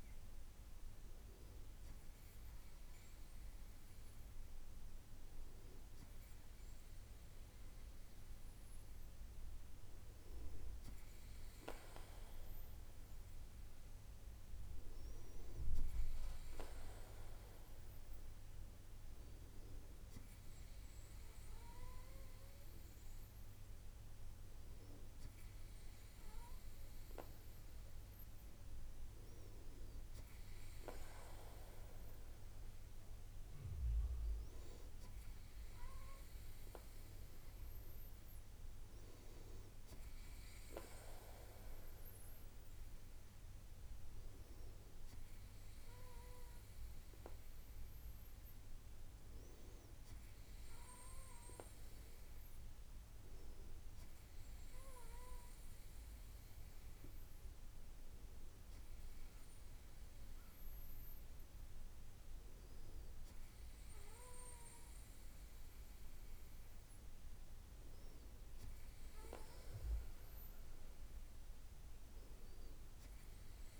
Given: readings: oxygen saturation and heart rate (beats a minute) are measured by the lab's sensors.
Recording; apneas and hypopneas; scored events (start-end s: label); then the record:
breathing in sleep by a room microphone; none
none scored
From the record:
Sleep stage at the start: N2 (light sleep); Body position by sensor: on the right side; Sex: male